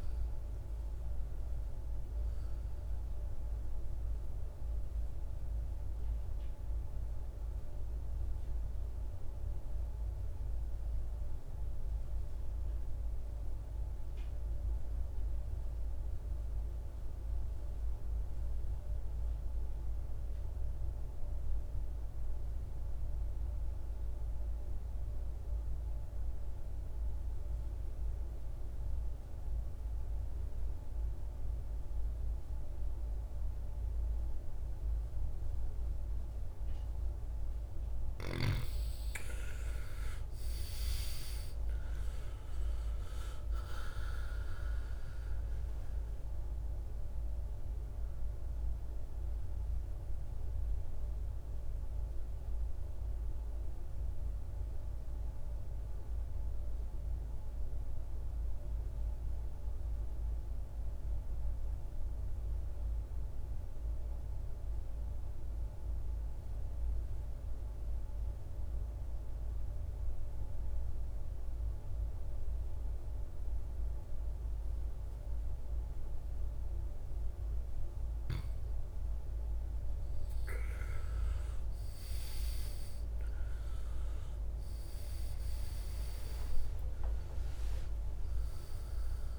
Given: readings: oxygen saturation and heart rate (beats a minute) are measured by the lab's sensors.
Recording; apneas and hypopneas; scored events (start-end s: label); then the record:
breathing in sleep, hard to hear, by a room microphone; 2
0.00-16.50 s: oxygen desaturation (device-marked, oxygen 82% lowest, heart rate 51 extreme)
5.00-37.00 s: mixed apnea (oxygen 99% before, 79% lowest, heart rate 67 before, 51 extreme, up 17 after)
33.50-65.50 s: oxygen desaturation (device-marked, oxygen 98% before, 79% lowest, heart rate 54 before, 54 extreme)
39.00-43.50 s: arousal
49.00-77.00 s: mixed apnea (oxygen 99% before, 79% lowest, heart rate 66 before, 54 extreme, up 17 after)
78.50-89.39 s: oxygen desaturation (device-marked, oxygen 99% before, 82% lowest, heart rate 57 before, 52 extreme)
85.50-89.39 s: arousal
From the record:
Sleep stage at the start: N2 (light sleep); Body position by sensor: on the back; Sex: male